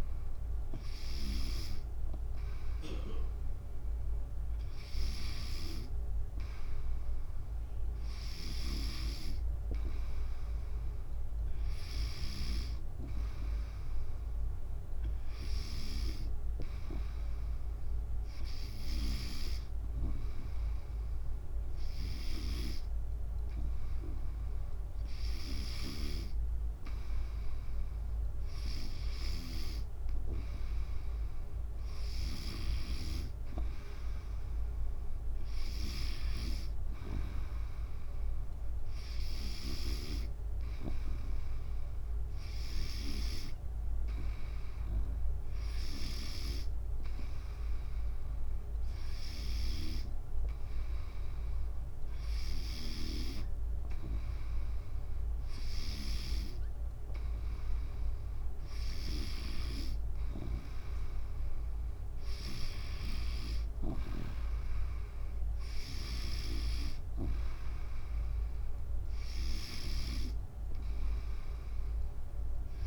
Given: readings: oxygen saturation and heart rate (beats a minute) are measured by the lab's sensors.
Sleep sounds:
breathing in sleep by a room microphone; none
0.00-12.50 s: snoring (device-marked)
19.00-26.00 s: snoring (device-marked)
32.50-43.50 s: snoring (device-marked)
49.50-72.87 s: snoring (device-marked)
57.00-72.87 s: new sleep stage, N2 (light sleep)
From the record:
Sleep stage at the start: N3 (deep sleep); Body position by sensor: on the back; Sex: female

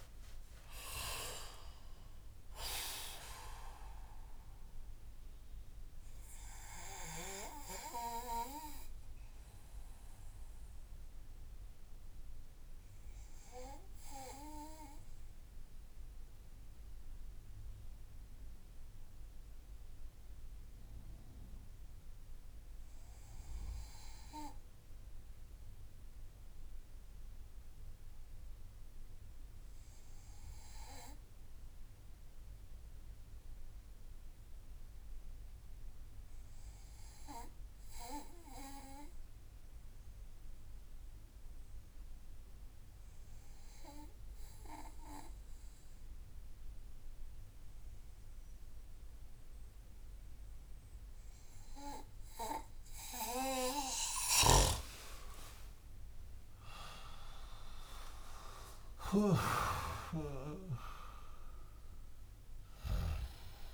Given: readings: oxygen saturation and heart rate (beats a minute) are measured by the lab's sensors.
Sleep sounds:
breathing in sleep by a room microphone; 1
0.00-1.50 s: arousal
0.00-7.50 s: oxygen desaturation (device-marked, oxygen 94% lowest)
6.50-52.00 s: obstructive apnea (oxygen 98% before, 90% lowest)
9.50-30.50 s: oxygen desaturation (device-marked, oxygen 95% before, 91% lowest)
54.00-59.50 s: arousal
From the record:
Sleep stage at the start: N2 (light sleep); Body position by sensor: on the back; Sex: male

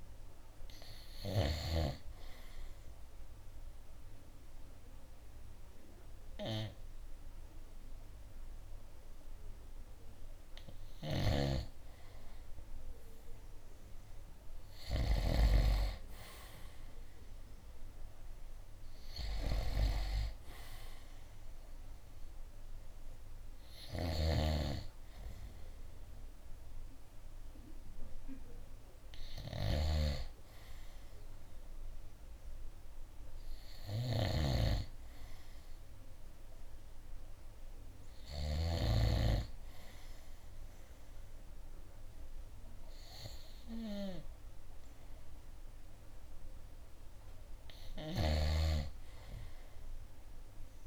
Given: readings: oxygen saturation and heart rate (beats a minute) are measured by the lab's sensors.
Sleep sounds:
breathing in sleep by a room microphone; none
2.50-14.50 s: oxygen desaturation (device-marked, oxygen 95% before, 90% lowest, heart rate 63 before, 59 extreme)
11.00-15.50 s: snoring (device-marked)
21.50-35.50 s: oxygen desaturation (device-marked, oxygen 95% before, 91% lowest, heart rate 65 before, 59 extreme)
24.00-39.00 s: snoring (device-marked)
48.00-50.87 s: snoring (device-marked)
From the record:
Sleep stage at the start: N2 (light sleep); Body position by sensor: on the right side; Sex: male

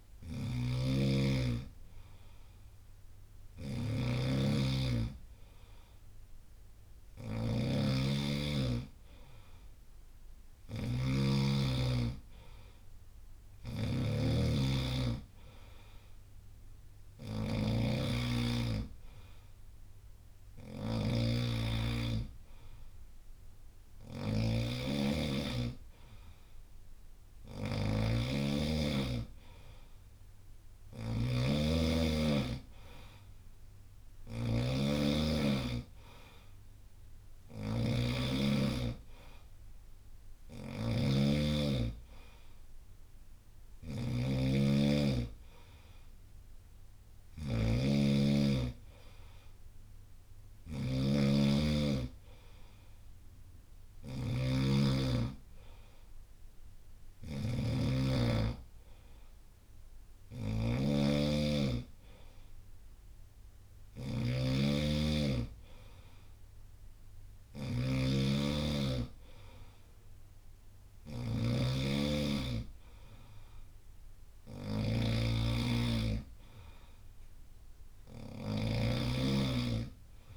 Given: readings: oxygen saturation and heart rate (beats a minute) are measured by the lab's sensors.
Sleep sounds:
breathing in sleep by a room microphone; none
0.00-6.00 s: oxygen desaturation (device-marked, oxygen 93% before, 90% lowest, heart rate 68 before, 63 extreme)
0.00-80.37 s: snoring (device-marked)
From the record:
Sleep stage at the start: N2 (light sleep); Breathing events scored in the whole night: 200 in 4.2 hours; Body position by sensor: on the right side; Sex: male

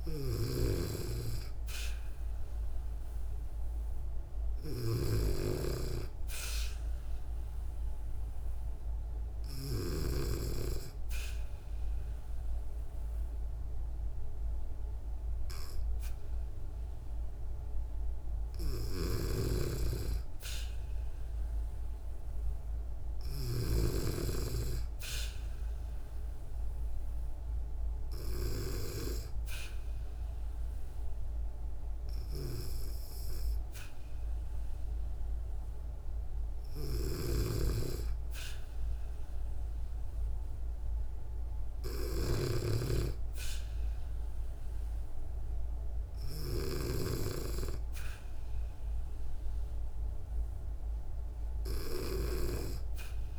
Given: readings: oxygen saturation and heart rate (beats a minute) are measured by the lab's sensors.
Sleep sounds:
breathing in sleep by a room microphone; none
0.00-9.50 s: snoring (device-marked)
18.50-23.50 s: snoring (device-marked)
36.50-46.50 s: snoring (device-marked)
From the record:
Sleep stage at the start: N2 (light sleep); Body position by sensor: on the back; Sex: female

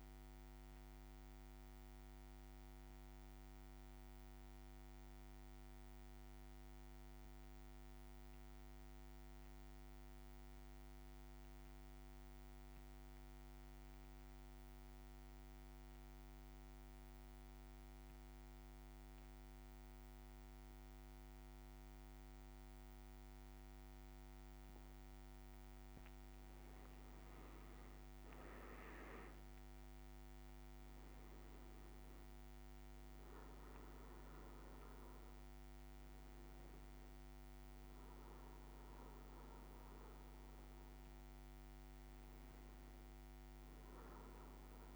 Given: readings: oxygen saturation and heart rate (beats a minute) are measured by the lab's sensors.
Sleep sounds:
breathing in sleep, hard to hear, by a microphone on the trachea; 1
0.50-25.50 s: mixed apnea (oxygen 97% before, 94% lowest, heart rate 59 before, 55 extreme, up 5 after)
22.00-44.96 s: new sleep stage, N2 (light sleep)
25.00-44.96 s: oxygen desaturation (device-marked, oxygen 99% before, 94% lowest, heart rate 55 before, 55 extreme)
28.50-32.50 s: arousal
From the record:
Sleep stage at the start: N1 (lightest sleep); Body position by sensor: on the back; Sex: male

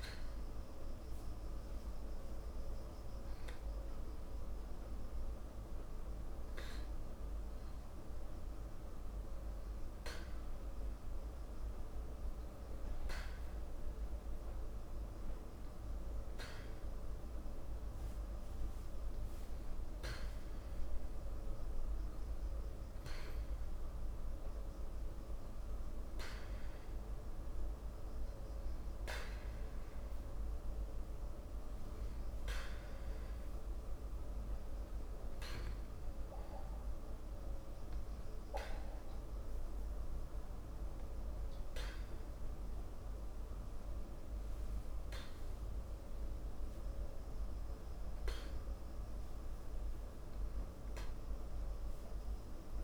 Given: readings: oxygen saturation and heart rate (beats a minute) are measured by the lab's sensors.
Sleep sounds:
breathing in sleep, hard to hear, by a room microphone; none
none scored
From the record:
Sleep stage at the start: N2 (light sleep); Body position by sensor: on the back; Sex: male

